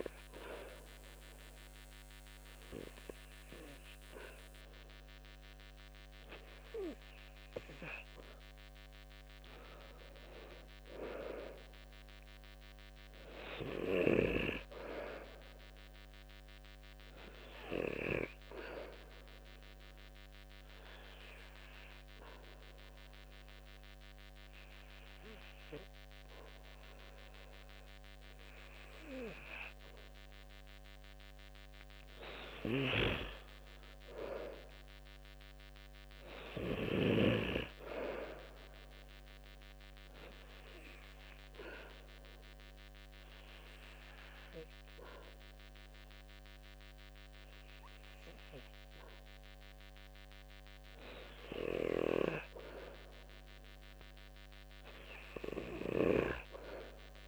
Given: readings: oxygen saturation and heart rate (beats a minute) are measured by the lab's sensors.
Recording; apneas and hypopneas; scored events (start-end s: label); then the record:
breathing in sleep by a microphone on the trachea; 1
38.50-49.50 s: obstructive apnea (oxygen 92% before, 90% lowest, heart rate 69 before, 65 extreme, up 5 after)
51.00-54.00 s: arousal
From the record:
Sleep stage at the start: N2 (light sleep); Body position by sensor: on the back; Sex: male